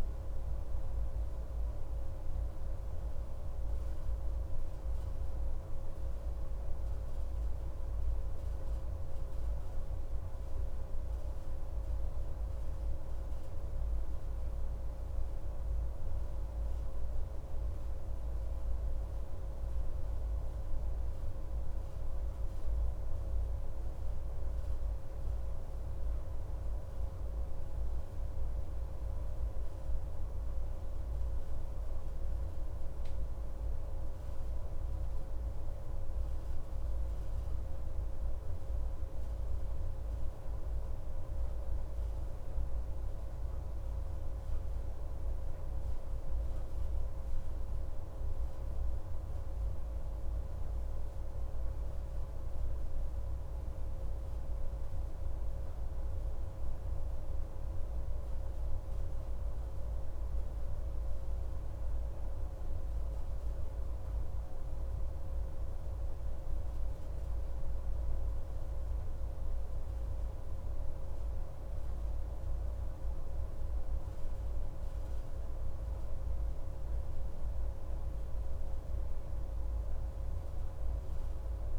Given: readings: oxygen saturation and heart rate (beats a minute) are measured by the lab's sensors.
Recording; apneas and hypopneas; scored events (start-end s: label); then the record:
breathing in sleep, hard to hear, by a room microphone; 2
4.00-17.50 s: hypopnea (oxygen 96% before, 95% lowest, heart rate 120 before, 101 extreme)
19.00-24.00 s: arousal
51.00-55.50 s: arousal
57.00-67.50 s: hypopnea (oxygen 96% before, 95% lowest, heart rate 139 before, 115 extreme)
70.00-73.50 s: arousal
From the record:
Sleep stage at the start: N2 (light sleep); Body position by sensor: on the back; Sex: male